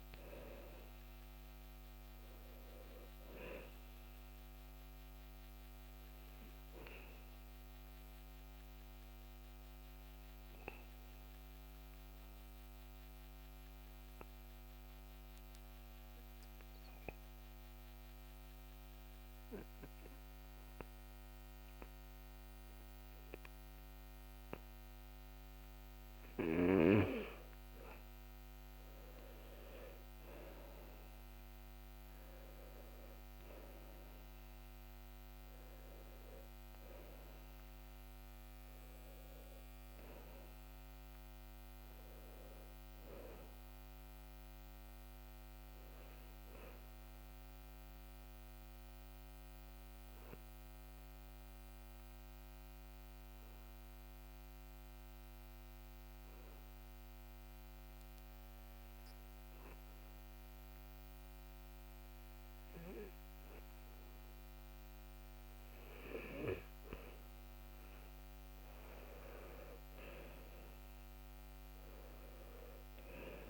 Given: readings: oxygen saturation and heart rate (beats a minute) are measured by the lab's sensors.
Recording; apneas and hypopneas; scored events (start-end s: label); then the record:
breathing in sleep by a microphone on the trachea; 2
5.00-27.00 s: obstructive apnea (oxygen 96% before, 91% lowest, heart rate 65 before, 60 extreme, up 10 after)
12.00-26.00 s: oxygen desaturation (device-marked, oxygen 95% before, 91% lowest, heart rate 65 before, 60 extreme)
30.00-35.00 s: arousal
45.00-64.00 s: oxygen desaturation (device-marked, oxygen 96% before, 91% lowest, heart rate 68 before, 59 extreme)
47.50-65.50 s: obstructive apnea (heart rate 68 before, 60 extreme, up 6 after)
67.50-71.50 s: arousal
From the record:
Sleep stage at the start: N2 (light sleep); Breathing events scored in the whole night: 164 in 3.0 hours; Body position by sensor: on the back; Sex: male